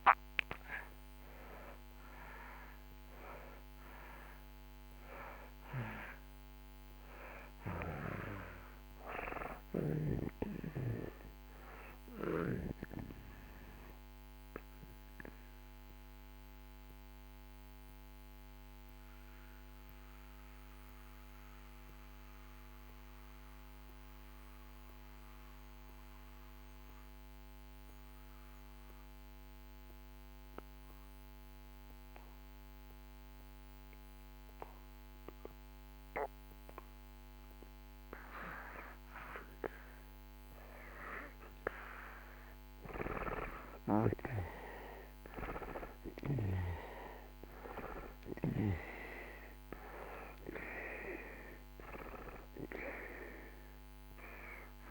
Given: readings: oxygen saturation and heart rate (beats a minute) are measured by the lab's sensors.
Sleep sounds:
breathing in sleep by a microphone on the trachea; 1
0.00-30.00 s: oxygen desaturation (device-marked, oxygen 96% before, 74% lowest)
14.50-36.50 s: mixed apnea (oxygen 96% before, 74% lowest)
38.50-42.50 s: arousal
47.00-54.91 s: oxygen desaturation (device-marked, oxygen 97% before, 79% lowest)
From the record:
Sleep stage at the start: N2 (light sleep); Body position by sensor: on the back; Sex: male

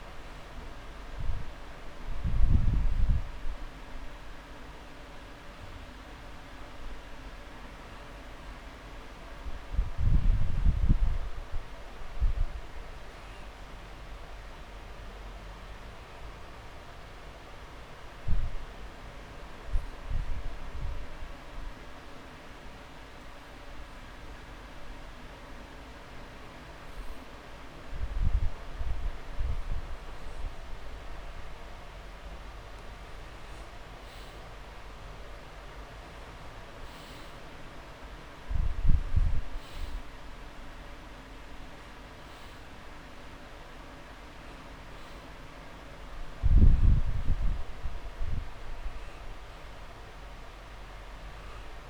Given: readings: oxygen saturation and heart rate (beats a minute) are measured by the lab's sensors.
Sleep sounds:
breathing in sleep, hard to hear, by a room microphone; 1
6.50-23.50 s: oxygen desaturation (device-marked, oxygen 96% before, 90% lowest)
19.50-30.00 s: obstructive apnea (oxygen 97% before, 92% lowest)
32.00-34.50 s: arousal
36.50-43.50 s: drop in pulse transit time (device-marked)
40.50-51.90 s: oxygen desaturation (device-marked, oxygen 98% before, 92% lowest)
48.50-50.50 s: long interval between heartbeats (device-marked)
From the record:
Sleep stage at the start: N2 (light sleep); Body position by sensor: on the back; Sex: male

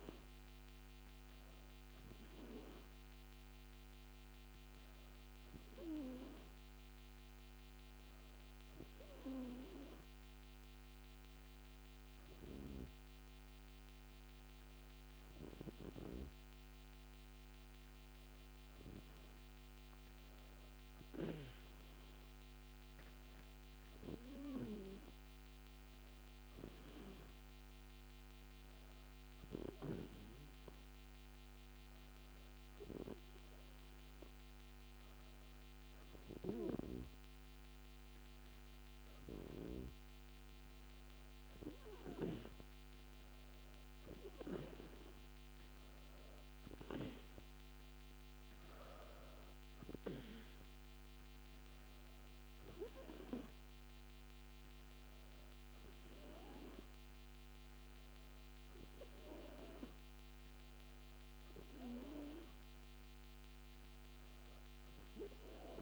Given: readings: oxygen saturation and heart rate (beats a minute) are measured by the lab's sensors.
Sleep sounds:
breathing in sleep by a microphone on the trachea; none
none scored
From the record:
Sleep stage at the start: N2 (light sleep); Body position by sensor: on the back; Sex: female

